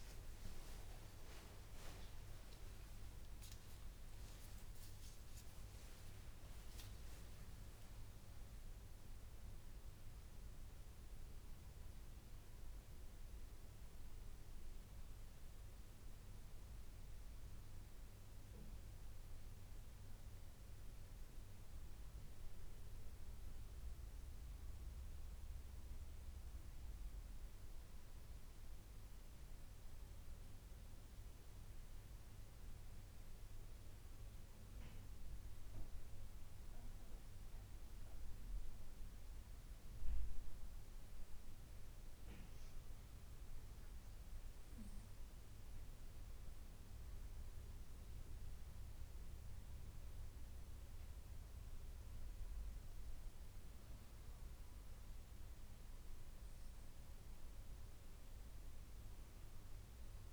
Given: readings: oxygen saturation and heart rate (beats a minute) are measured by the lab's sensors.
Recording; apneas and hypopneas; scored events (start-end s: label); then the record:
a person partly awake in a sleep study, hard to hear, by a room microphone; none
10.50-14.50 s: oxygen desaturation (device-marked, oxygen 95% before, 91% lowest)
15.50-45.50 s: new sleep stage, N1 (lightest sleep)
45.50-60.33 s: new sleep stage, N2 (light sleep)
From the record:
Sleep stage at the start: awake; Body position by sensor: on the left side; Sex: female